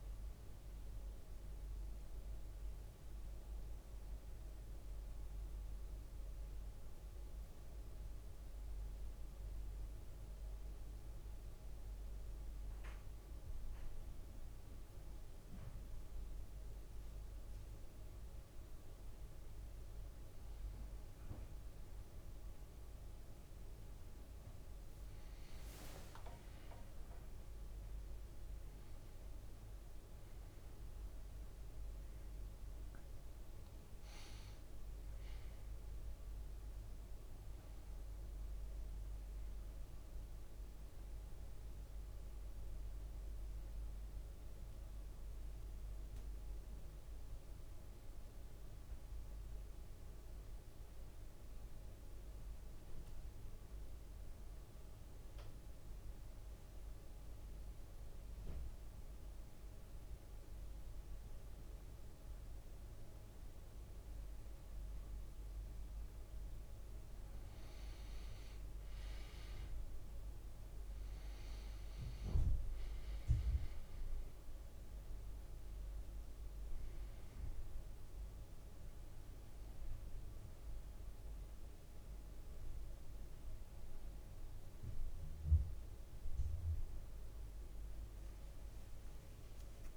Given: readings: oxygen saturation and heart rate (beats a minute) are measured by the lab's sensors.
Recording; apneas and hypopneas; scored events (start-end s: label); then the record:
breathing in sleep, hard to hear, by a room microphone; 2
0.00-1.50 s: arousal
0.00-25.50 s: bradycardia (device-marked, heart rate 57 extreme)
3.50-18.50 s: hypopnea (oxygen 99% before, 94% lowest, heart rate 60 before, 57 extreme, up 2 after)
19.00-25.50 s: arousal
24.50-26.50 s: leg movement (device-marked)
27.50-39.50 s: drop in pulse transit time (device-marked, heart rate 58 before, 59 extreme)
38.50-66.50 s: bradycardia (device-marked, heart rate 59 before, 54 extreme)
43.50-65.00 s: central apnea (oxygen 98% before, 91% lowest, heart rate 62 before, 55 extreme, up 5 after)
66.50-89.97 s: oxygen desaturation (device-marked, oxygen 98% before, 91% lowest, heart rate 56 before, 55 extreme)
68.00-73.00 s: arousal
75.50-89.50 s: drop in pulse transit time (device-marked, heart rate 58 before, 56 extreme)
77.50-89.97 s: bradycardia (device-marked, heart rate 59 before, 55 extreme)
From the record:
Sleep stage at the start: N1 (lightest sleep); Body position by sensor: on the back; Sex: male